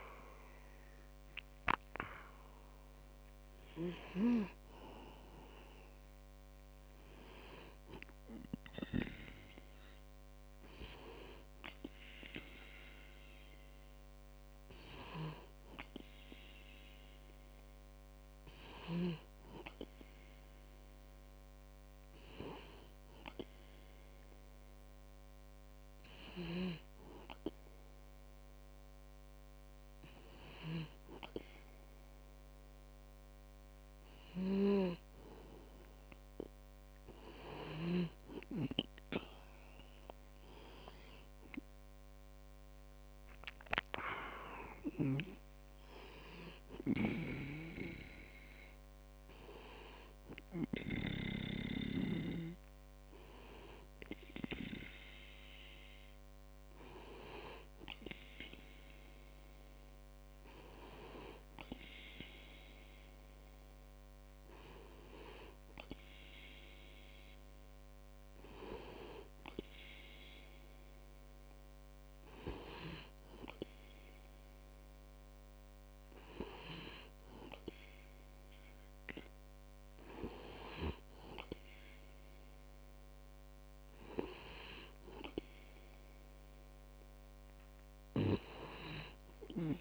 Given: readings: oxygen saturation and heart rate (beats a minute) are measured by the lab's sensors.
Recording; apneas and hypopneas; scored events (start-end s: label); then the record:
breathing in sleep by a microphone on the trachea; none
0.00-1.50 s: arousal
From the record:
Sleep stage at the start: N2 (light sleep); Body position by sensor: on the back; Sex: male